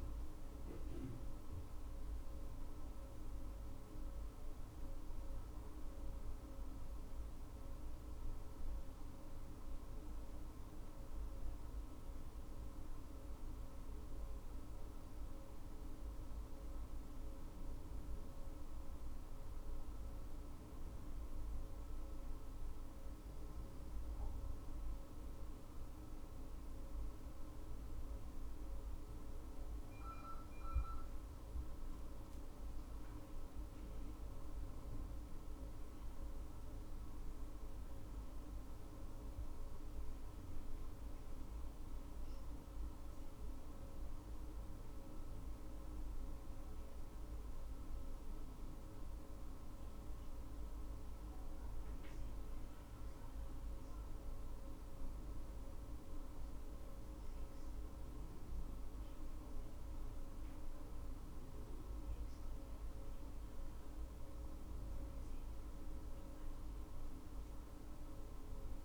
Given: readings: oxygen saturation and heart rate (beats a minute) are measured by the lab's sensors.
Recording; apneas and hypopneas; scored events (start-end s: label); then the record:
breathing in sleep, hard to hear, by a room microphone; none
38.50-68.50 s: new sleep stage, N1 (lightest sleep)
68.50-68.85 s: new sleep stage, awake
From the record:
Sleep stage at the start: N2 (light sleep); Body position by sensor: on the right side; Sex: female